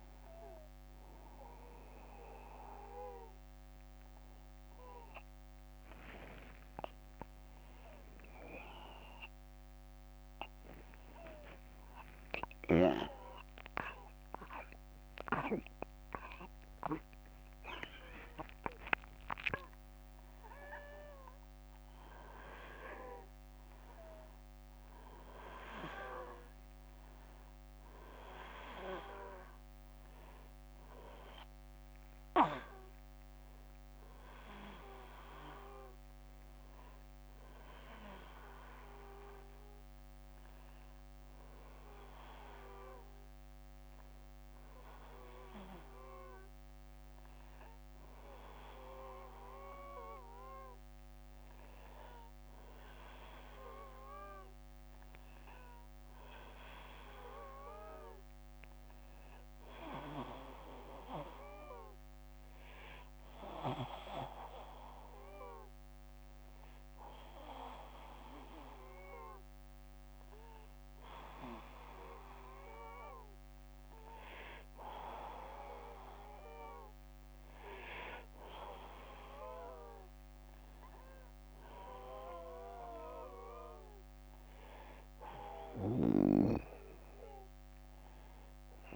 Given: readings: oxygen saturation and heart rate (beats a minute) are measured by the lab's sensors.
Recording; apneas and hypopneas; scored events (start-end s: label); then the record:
a person awake in a sleep study, by a microphone on the trachea; none
47.50-88.96 s: new sleep stage, N2 (light sleep)
From the record:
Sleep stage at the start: awake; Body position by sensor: on the back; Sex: male